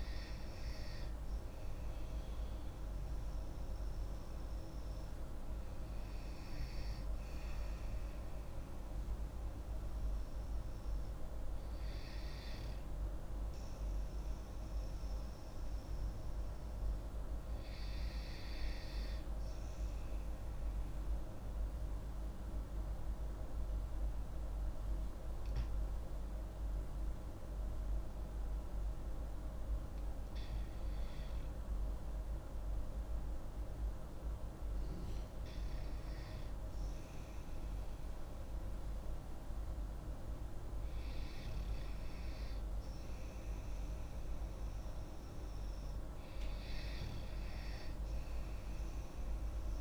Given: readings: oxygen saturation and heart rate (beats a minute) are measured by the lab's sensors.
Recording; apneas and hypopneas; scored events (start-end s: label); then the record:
breathing in sleep, hard to hear, by a room microphone; 1
3.50-24.50 s: oxygen desaturation (device-marked, oxygen 97% before, 92% lowest)
13.00-16.50 s: arousal
21.00-36.50 s: obstructive apnea (oxygen 97% before, 89% lowest)
39.00-43.00 s: arousal
From the record:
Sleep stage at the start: REM sleep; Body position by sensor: on the back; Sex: female